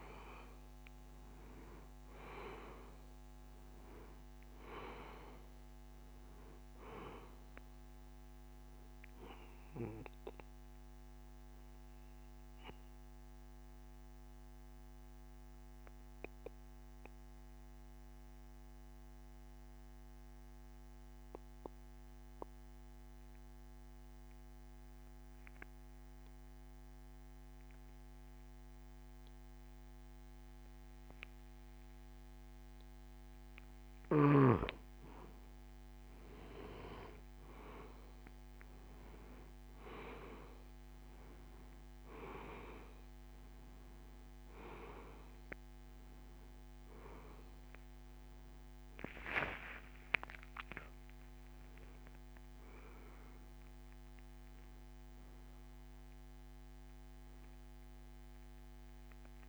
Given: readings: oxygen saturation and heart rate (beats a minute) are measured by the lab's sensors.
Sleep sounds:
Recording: breathing in sleep by a microphone on the trachea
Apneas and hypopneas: 1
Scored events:
0.00-17.00 s: oxygen desaturation (device-marked, oxygen 90% lowest)
10.00-33.00 s: mixed apnea (oxygen 98% before, 89% lowest)
34.00-59.49 s: oxygen desaturation (device-marked, oxygen 97% before, 89% lowest)
36.00-41.50 s: arousal
From the record:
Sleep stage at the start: N2 (light sleep)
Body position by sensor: on the back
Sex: male

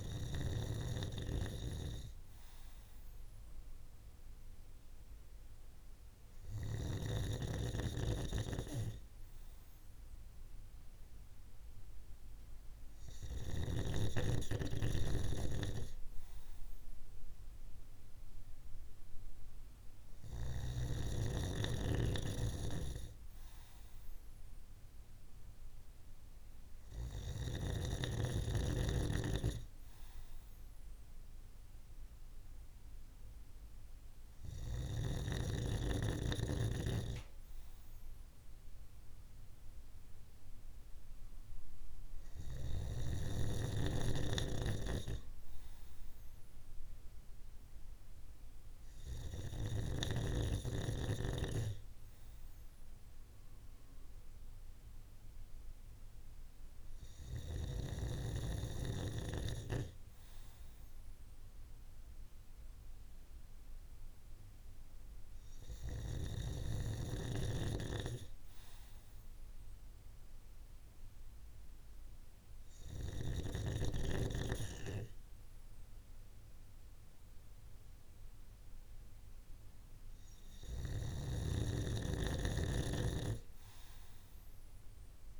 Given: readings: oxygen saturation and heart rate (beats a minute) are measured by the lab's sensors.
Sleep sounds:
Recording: breathing in sleep by a room microphone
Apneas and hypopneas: none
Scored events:
none scored
From the record:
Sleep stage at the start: N2 (light sleep)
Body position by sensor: on the right side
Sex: male

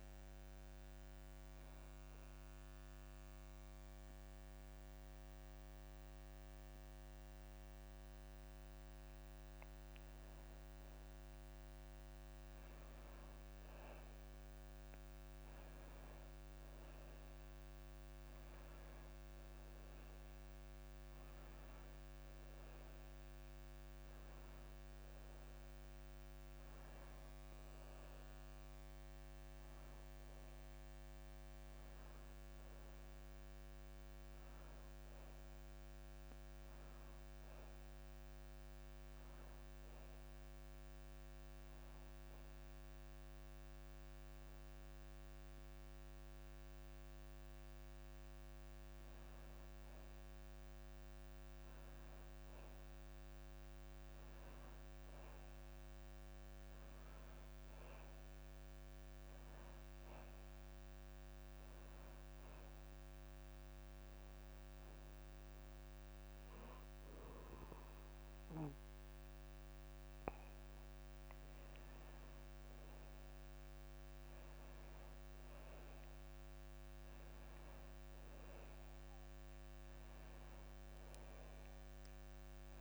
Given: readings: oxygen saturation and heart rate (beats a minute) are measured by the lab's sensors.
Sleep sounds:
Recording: breathing in sleep, hard to hear, by a microphone on the trachea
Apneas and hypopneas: 3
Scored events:
0.00-14.00 s: oxygen desaturation (device-marked, oxygen 91% lowest)
2.50-13.00 s: mixed apnea (oxygen 96% before, 91% lowest)
17.00-21.00 s: arousal
40.50-50.50 s: obstructive apnea (oxygen 96% before, 91% lowest)
54.00-57.50 s: arousal
63.50-73.50 s: hypopnea (oxygen 96% before, 90% lowest)
64.00-76.00 s: oxygen desaturation (device-marked, oxygen 95% before, 92% lowest)
78.00-82.00 s: arousal
From the record:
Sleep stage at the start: N2 (light sleep)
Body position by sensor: on the back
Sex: male

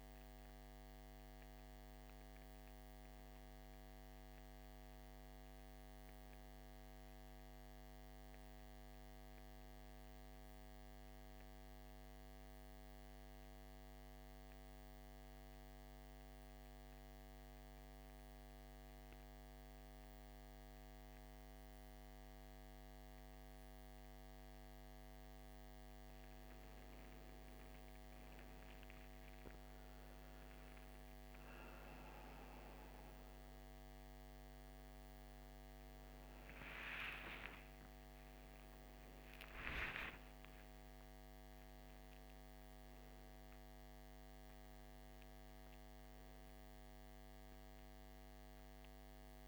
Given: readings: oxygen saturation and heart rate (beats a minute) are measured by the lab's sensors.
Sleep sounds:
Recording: breathing in sleep, hard to hear, by a microphone on the trachea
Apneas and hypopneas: 1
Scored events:
11.50-15.00 s: arousal
16.00-26.50 s: central apnea (oxygen 98% before, 90% lowest, heart rate 61 before, 54 extreme, up 13 after)
22.50-49.48 s: oxygen desaturation (device-marked, oxygen 97% before, 90% lowest, heart rate 58 before, 54 extreme)
35.50-39.50 s: arousal
From the record:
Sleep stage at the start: N1 (lightest sleep)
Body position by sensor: on the back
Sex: male

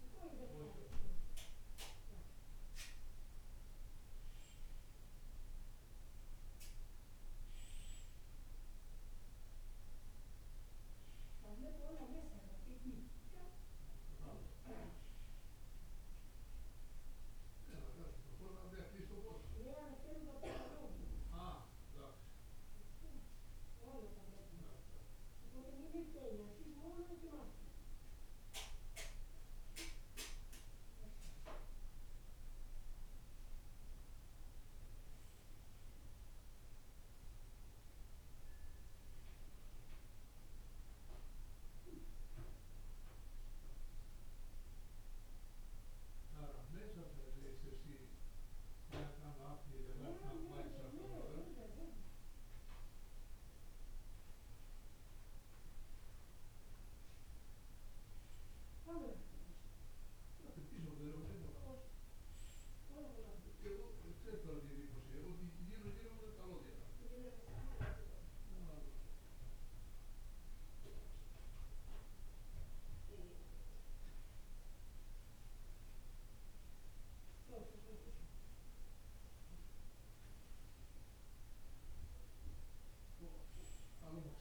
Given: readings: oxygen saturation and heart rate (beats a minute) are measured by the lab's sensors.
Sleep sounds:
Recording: breathing in sleep by a room microphone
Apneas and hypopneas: none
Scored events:
none scored
From the record:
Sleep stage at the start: N2 (light sleep)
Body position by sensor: on the right side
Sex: male

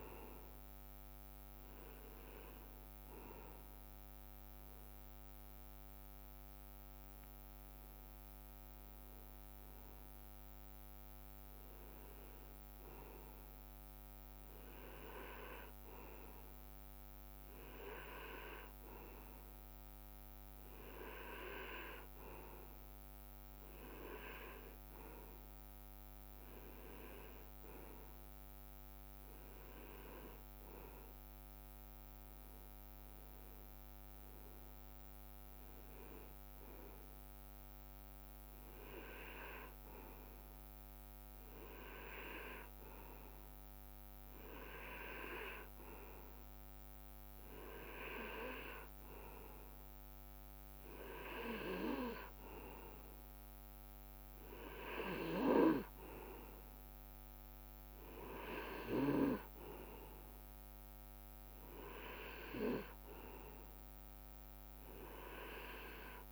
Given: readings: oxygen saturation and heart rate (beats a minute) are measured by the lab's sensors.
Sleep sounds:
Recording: breathing in sleep by a microphone on the trachea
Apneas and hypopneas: none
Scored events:
2.50-4.50 s: long interval between heartbeats (device-marked, heart rate 55 before, 66 extreme)
7.00-66.32 s: new sleep stage, REM sleep
8.00-10.00 s: long interval between heartbeats (device-marked, heart rate 55 before, 55 extreme)
17.00-19.00 s: long interval between heartbeats (device-marked, heart rate 57 before, 61 extreme)
From the record:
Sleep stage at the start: N2 (light sleep)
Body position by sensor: on the right side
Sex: male

